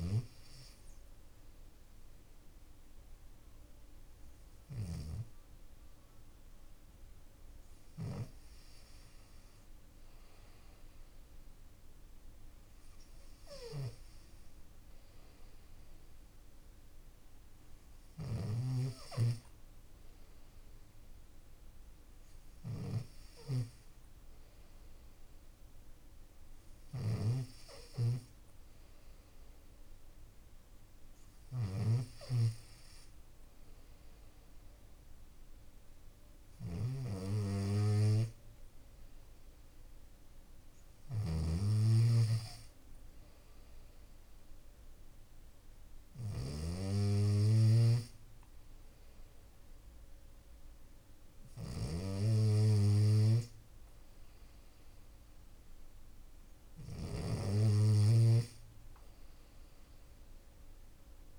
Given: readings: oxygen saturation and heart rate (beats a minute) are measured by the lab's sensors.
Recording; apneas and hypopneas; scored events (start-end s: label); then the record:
breathing in sleep by a room microphone; none
17.00-61.38 s: snoring (device-marked)
From the record:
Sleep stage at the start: N2 (light sleep); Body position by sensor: on the left side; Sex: male